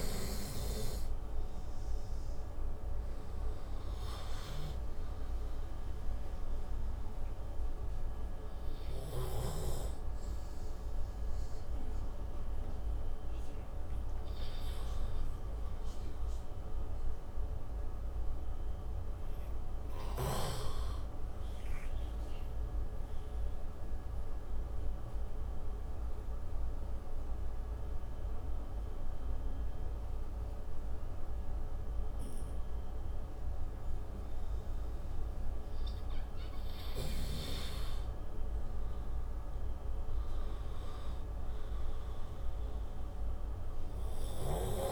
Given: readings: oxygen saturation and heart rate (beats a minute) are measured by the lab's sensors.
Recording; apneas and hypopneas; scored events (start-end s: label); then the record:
breathing in sleep by a room microphone; 1
0.00-1.00 s: oxygen desaturation (device-marked, oxygen 87% lowest, heart rate 59 extreme)
16.50-19.00 s: arousal
21.50-37.00 s: obstructive apnea (oxygen 93% before, 88% lowest, heart rate 74 before, 62 extreme, up 23 after)
39.00-42.00 s: arousal
43.00-44.92 s: oxygen desaturation (device-marked, oxygen 99% before, 88% lowest, heart rate 66 before, 58 extreme)
From the record:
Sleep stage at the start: N2 (light sleep); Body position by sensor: on the right side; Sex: male